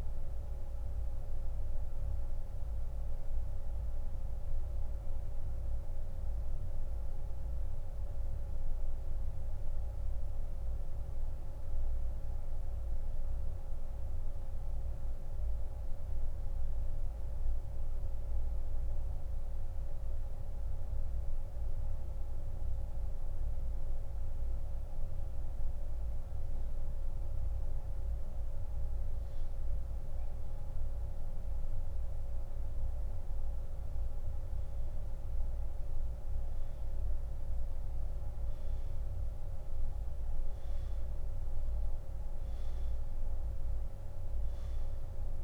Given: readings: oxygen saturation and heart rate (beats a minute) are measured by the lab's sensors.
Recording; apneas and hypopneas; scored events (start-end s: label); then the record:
breathing in sleep, hard to hear, by a room microphone; 1
0.00-26.50 s: oxygen desaturation (device-marked, oxygen 89% lowest)
2.00-28.00 s: mixed apnea (oxygen 97% before, 89% lowest)
30.00-34.50 s: arousal
43.50-45.44 s: oxygen desaturation (device-marked, oxygen 97% before, 91% lowest)
From the record:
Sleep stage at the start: N1 (lightest sleep); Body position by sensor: on the back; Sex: male